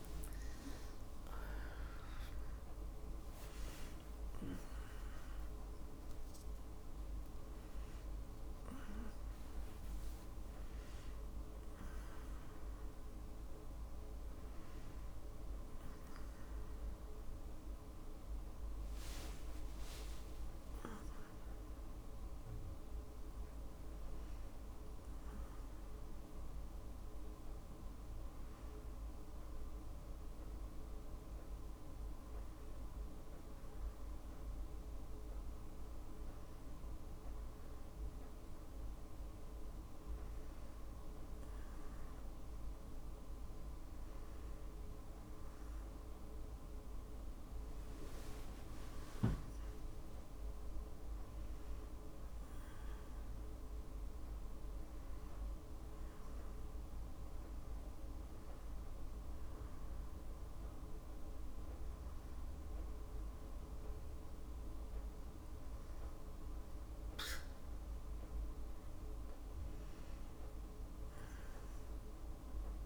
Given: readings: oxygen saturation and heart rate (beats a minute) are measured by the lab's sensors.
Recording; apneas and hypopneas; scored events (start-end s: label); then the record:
breathing in sleep, hard to hear, by a room microphone; none
0.00-3.50 s: arousal
5.00-8.50 s: snoring (device-marked)
5.50-72.86 s: new sleep stage, N1 (lightest sleep)
18.00-22.00 s: arousal
From the record:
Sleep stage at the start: N2 (light sleep); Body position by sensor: on the back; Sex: female